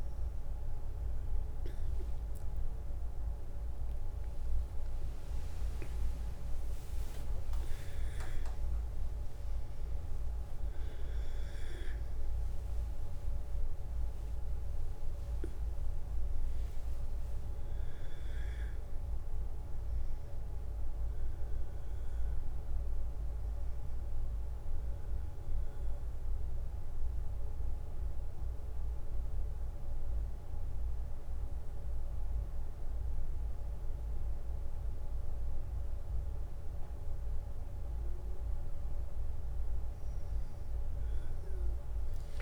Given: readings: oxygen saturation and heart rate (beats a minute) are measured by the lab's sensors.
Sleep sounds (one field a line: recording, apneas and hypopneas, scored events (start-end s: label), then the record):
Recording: a person awake in a sleep study, hard to hear, by a room microphone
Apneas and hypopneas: none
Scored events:
2.50-42.42 s: new sleep stage, awake
From the record:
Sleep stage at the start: N1 (lightest sleep)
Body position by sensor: on the back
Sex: male